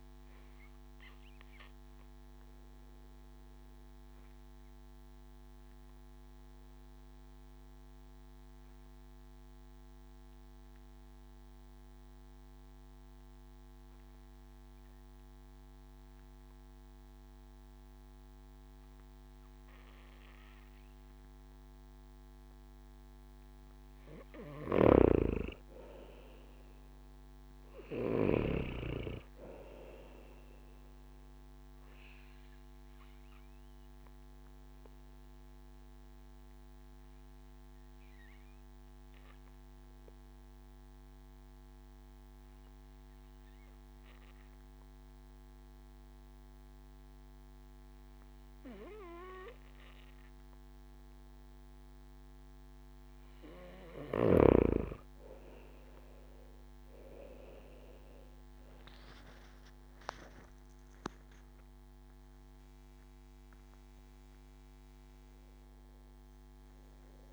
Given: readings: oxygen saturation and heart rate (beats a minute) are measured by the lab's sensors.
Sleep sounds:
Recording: breathing in sleep by a microphone on the trachea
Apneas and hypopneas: 2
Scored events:
0.50-67.33 s: new sleep stage, N2 (light sleep)
2.00-24.00 s: obstructive apnea (oxygen 97% before, 93% lowest)
24.50-28.50 s: snoring (device-marked)
25.50-28.50 s: arousal
32.00-52.00 s: obstructive apnea (oxygen 96% before, 93% lowest)
57.00-60.50 s: arousal
62.50-67.33 s: oxygen desaturation (device-marked, oxygen 98% before, 94% lowest)
From the record:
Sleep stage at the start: N1 (lightest sleep)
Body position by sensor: on the back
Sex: male

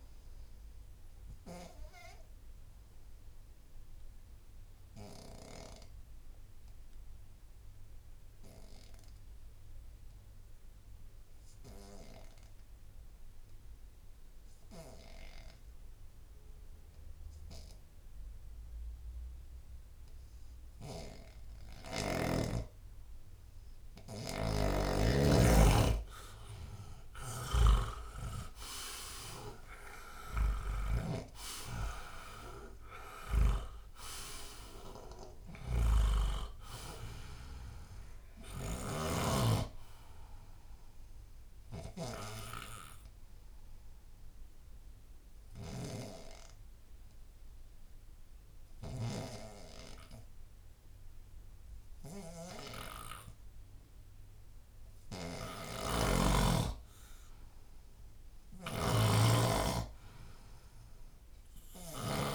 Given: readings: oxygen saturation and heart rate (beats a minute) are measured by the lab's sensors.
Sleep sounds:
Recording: breathing in sleep by a room microphone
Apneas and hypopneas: 2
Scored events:
0.00-7.00 s: oxygen desaturation (device-marked, oxygen 95% lowest, heart rate 56 extreme)
1.50-21.00 s: obstructive apnea (oxygen 98% before, 86% lowest, heart rate 80 before, 56 extreme, up 0 after)
22.00-24.00 s: bradycardia (device-marked, heart rate 78 before, 60 extreme)
22.00-57.00 s: oxygen desaturation (device-marked, oxygen 98% before, 86% lowest, heart rate 79 before, 54 extreme)
24.00-31.00 s: snoring (device-marked)
26.00-30.00 s: arousal
35.50-42.00 s: snoring (device-marked)
41.50-54.00 s: obstructive apnea (oxygen 98% before, 86% lowest, heart rate 69 before, 54 extreme, up 7 after)
55.50-62.35 s: snoring (device-marked)
57.00-60.00 s: arousal
From the record:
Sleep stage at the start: N2 (light sleep)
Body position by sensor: on the left side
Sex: male

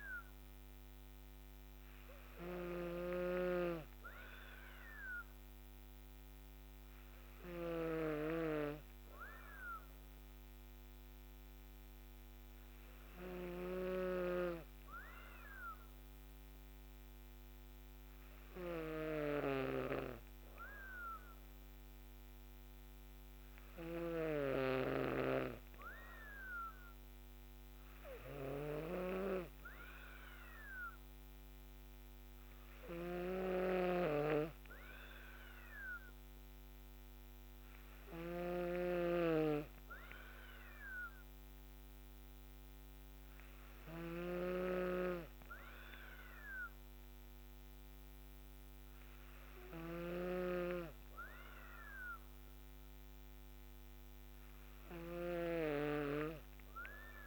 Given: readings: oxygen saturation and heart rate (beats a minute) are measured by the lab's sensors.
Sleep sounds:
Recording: breathing in sleep by a microphone on the trachea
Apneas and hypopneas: none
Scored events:
0.00-3.00 s: snoring (device-marked)
33.00-50.00 s: snoring (device-marked)
From the record:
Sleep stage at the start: N2 (light sleep)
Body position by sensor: on the back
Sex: female

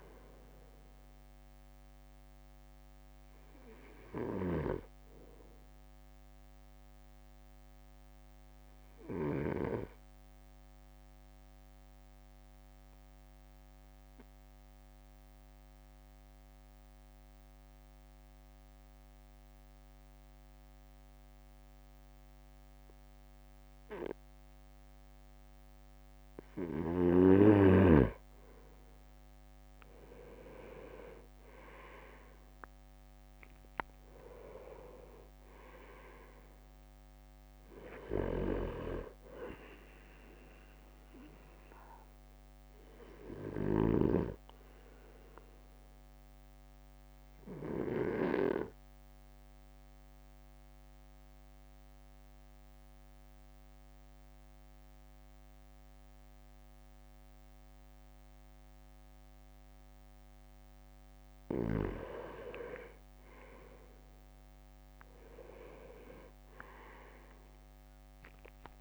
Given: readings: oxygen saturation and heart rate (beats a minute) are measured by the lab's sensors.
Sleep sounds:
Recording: breathing in sleep by a microphone on the trachea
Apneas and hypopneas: 2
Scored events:
0.00-3.50 s: drop in pulse transit time (device-marked, heart rate 55 extreme)
4.50-9.50 s: snoring (device-marked)
11.00-26.50 s: obstructive apnea (oxygen 100% before, 97% lowest, heart rate 57 before, 54 extreme, up 2 after)
31.00-36.50 s: arousal
31.50-44.50 s: drop in pulse transit time (device-marked, heart rate 56 before, 56 extreme)
34.50-37.00 s: leg movement (device-marked)
48.00-62.00 s: mixed apnea (oxygen 99% before, 97% lowest, heart rate 57 before, 51 extreme, up 6 after)
64.50-68.50 s: arousal
65.00-66.50 s: leg movement (device-marked)
65.50-68.81 s: drop in pulse transit time (device-marked, heart rate 55 before, 53 extreme)
From the record:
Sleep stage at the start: N2 (light sleep)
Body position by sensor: on the right side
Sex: male

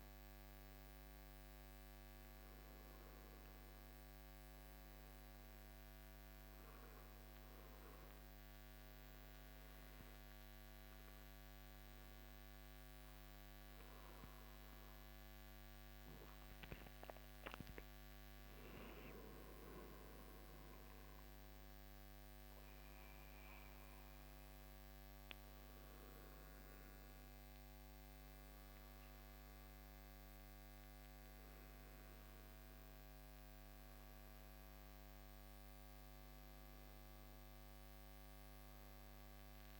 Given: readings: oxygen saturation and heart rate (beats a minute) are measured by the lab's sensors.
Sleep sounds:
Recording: breathing in sleep, hard to hear, by a microphone on the trachea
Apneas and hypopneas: 1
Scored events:
0.00-24.00 s: oxygen desaturation (device-marked, oxygen 93% lowest, heart rate 65 extreme)
11.00-21.00 s: hypopnea (oxygen 97% before, 93% lowest, heart rate 68 before, 65 extreme, up 4 after)
23.50-28.00 s: arousal
From the record:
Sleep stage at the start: N2 (light sleep)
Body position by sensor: on the right side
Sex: male

